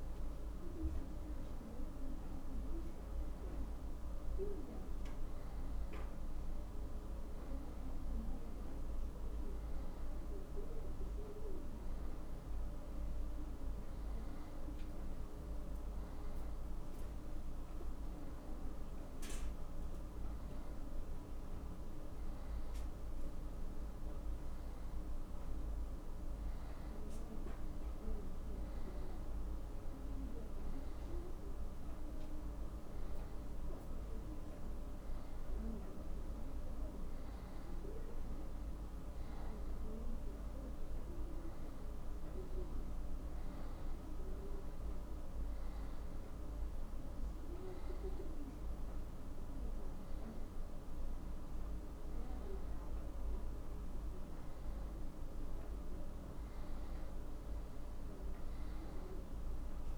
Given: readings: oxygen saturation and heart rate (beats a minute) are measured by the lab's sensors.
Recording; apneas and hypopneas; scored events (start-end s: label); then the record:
breathing in sleep, hard to hear, by a room microphone; none
1.50-59.98 s: new sleep stage, N2 (light sleep)
From the record:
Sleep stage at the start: N1 (lightest sleep); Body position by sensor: on the back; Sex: male